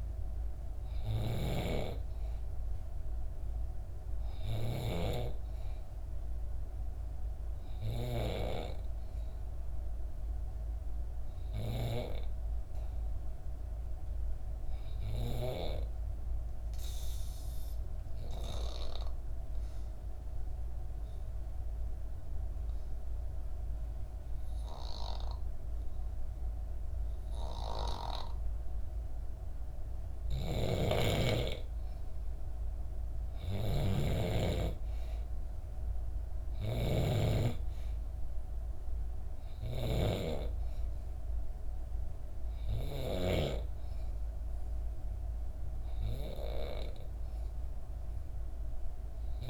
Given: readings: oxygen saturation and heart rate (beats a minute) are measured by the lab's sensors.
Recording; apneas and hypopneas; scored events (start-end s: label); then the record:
breathing in sleep by a room microphone; 1
0.00-1.00 s: snoring (device-marked)
0.00-13.00 s: oxygen desaturation (device-marked, oxygen 88% lowest, heart rate 64 extreme)
2.00-5.00 s: arousal
15.50-29.00 s: obstructive apnea (oxygen 96% before, 91% lowest, heart rate 66 before, 65 extreme, up 1 after)
29.50-43.00 s: snoring (device-marked)
31.00-34.50 s: arousal
34.00-49.50 s: oxygen desaturation (device-marked, oxygen 95% before, 91% lowest, heart rate 66 before, 64 extreme)
From the record:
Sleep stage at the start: N3 (deep sleep); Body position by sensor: on the back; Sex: female